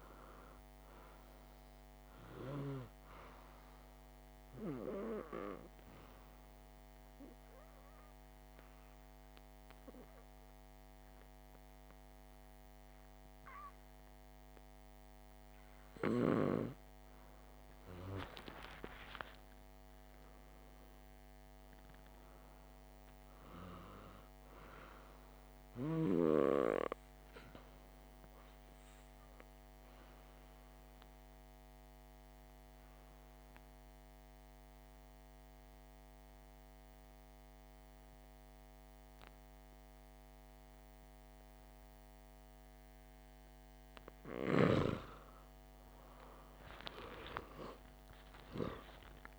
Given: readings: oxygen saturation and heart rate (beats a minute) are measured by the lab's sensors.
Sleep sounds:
breathing in sleep by a microphone on the trachea; 2
7.00-17.00 s: obstructive apnea (oxygen 97% before, 93% lowest, heart rate 71 before, 53 extreme, up 1 after)
18.50-22.00 s: arousal
33.50-44.00 s: obstructive apnea (oxygen 98% before, 93% lowest, heart rate 54 before, 53 extreme, up 10 after)
46.50-49.39 s: arousal
From the record:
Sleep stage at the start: REM sleep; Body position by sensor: on the back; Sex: male

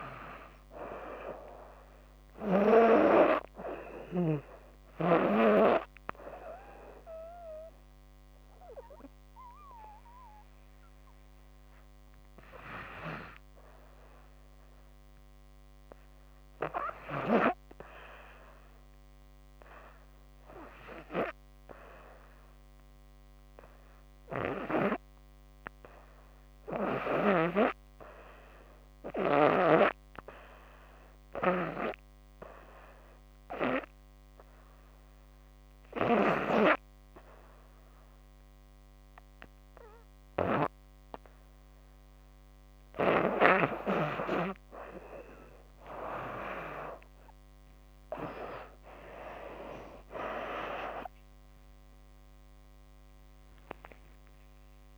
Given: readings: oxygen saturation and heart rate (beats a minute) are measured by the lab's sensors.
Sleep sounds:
breathing in sleep by a microphone on the trachea; 1
0.00-2.00 s: snoring (device-marked)
4.50-32.50 s: oxygen desaturation (device-marked, oxygen 97% before, 87% lowest, heart rate 81 before, 73 extreme)
7.00-42.00 s: hypopnea (oxygen 98% before, 87% lowest, heart rate 82 before, 73 extreme, up 19 after)
31.50-54.98 s: new sleep stage, N2 (light sleep)
49.50-54.98 s: oxygen desaturation (device-marked, oxygen 94% before, 89% lowest, heart rate 77 before, 85 extreme)
50.00-54.98 s: arousal
From the record:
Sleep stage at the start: REM sleep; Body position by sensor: on the back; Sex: female

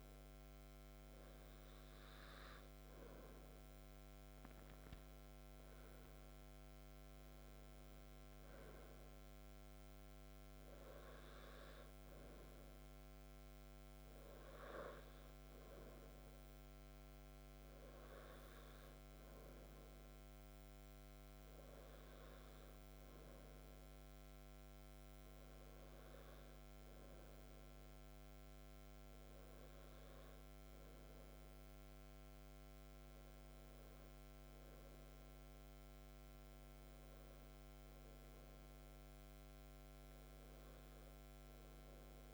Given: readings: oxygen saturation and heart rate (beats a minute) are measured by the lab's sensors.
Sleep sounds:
breathing in sleep, hard to hear, by a microphone on the trachea; none
9.50-11.50 s: long interval between heartbeats (device-marked, heart rate 56 before, 64 extreme)
From the record:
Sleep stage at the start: N2 (light sleep); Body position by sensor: on the back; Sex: male

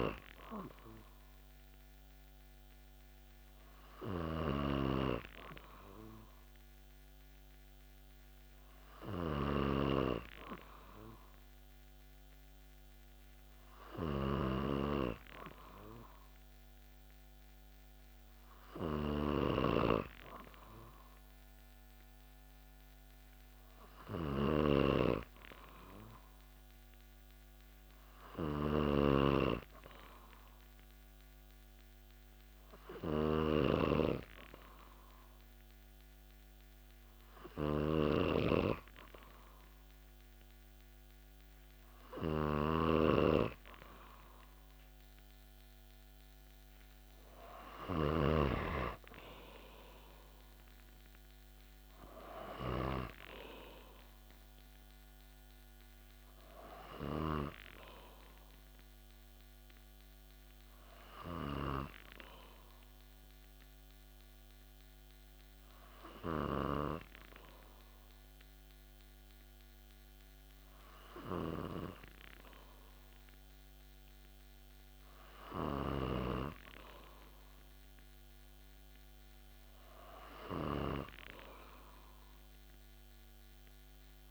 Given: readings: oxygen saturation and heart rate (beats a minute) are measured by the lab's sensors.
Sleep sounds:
breathing in sleep by a microphone on the trachea; 2
0.00-48.50 s: snoring (device-marked)
31.50-45.50 s: hypopnea (oxygen 95% before, 92% lowest)
50.50-55.00 s: arousal
61.50-75.00 s: hypopnea (oxygen 95% before, 92% lowest)
79.00-82.50 s: arousal
From the record:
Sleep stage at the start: N2 (light sleep); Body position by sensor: on the back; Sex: male

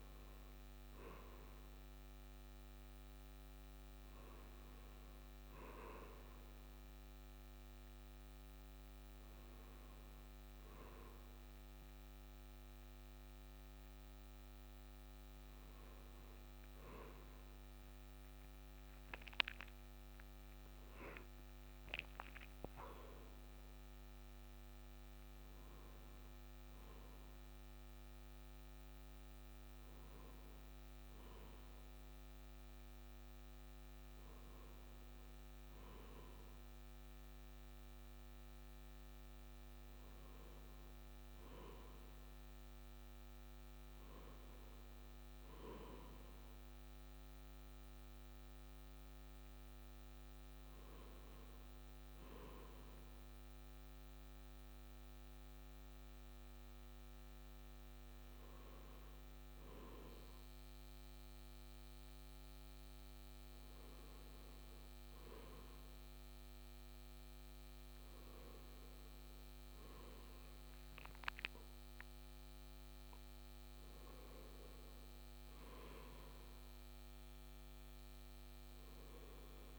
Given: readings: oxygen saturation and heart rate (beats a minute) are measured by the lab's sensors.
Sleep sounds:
breathing in sleep by a microphone on the trachea; none
none scored
From the record:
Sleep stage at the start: N1 (lightest sleep); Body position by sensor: on the back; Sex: male

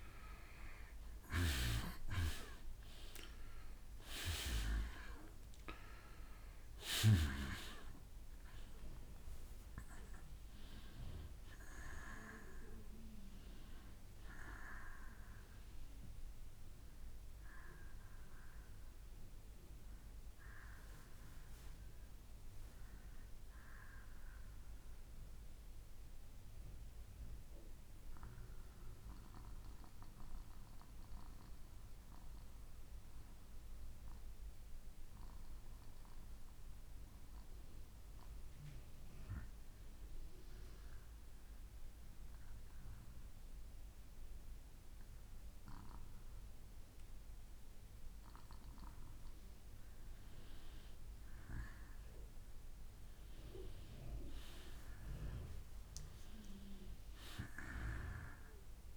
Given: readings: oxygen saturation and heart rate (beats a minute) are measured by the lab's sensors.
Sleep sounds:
breathing in sleep by a room microphone; 1
0.00-1.00 s: arousal
0.00-21.00 s: oxygen desaturation (device-marked, oxygen 84% lowest, heart rate 61 extreme)
25.50-47.50 s: hypopnea (oxygen 97% before, 89% lowest, heart rate 65 before, 61 extreme, up 2 after)
43.00-58.97 s: oxygen desaturation (device-marked, oxygen 97% before, 90% lowest, heart rate 62 before, 61 extreme)
49.50-53.00 s: arousal
From the record:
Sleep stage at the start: N2 (light sleep); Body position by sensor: on the back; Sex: male

